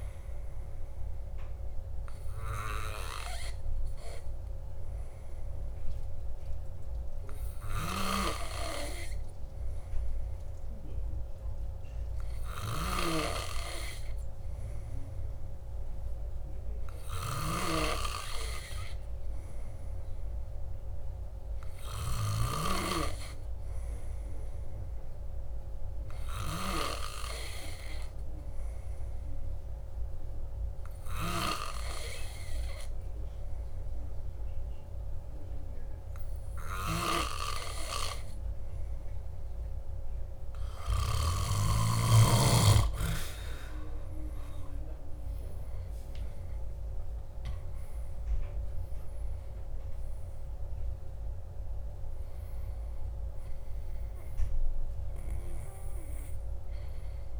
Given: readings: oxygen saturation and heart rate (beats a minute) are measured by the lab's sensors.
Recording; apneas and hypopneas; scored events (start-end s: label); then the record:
breathing in sleep by a room microphone; 1
28.00-39.50 s: hypopnea (oxygen 97% before, 95% lowest, heart rate 55 before, 54 extreme, up 4 after)
45.50-49.00 s: arousal
From the record:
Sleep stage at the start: N2 (light sleep); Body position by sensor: on the back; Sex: male